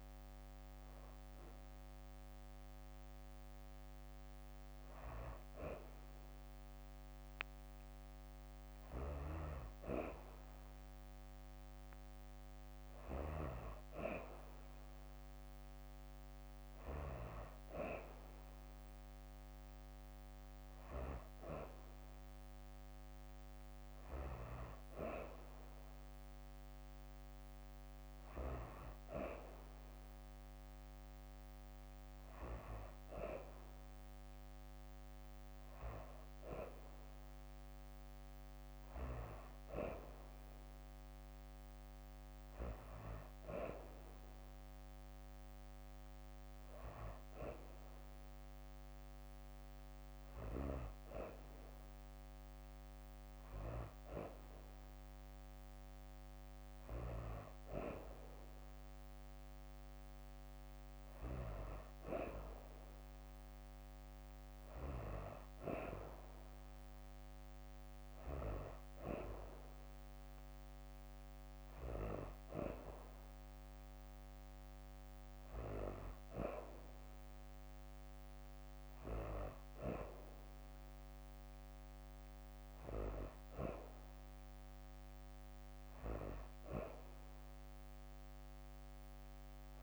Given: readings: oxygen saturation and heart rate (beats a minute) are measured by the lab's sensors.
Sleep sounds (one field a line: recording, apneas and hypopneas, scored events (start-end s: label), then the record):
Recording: breathing in sleep by a microphone on the trachea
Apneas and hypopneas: none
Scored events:
none scored
From the record:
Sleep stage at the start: N2 (light sleep)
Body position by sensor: on the back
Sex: female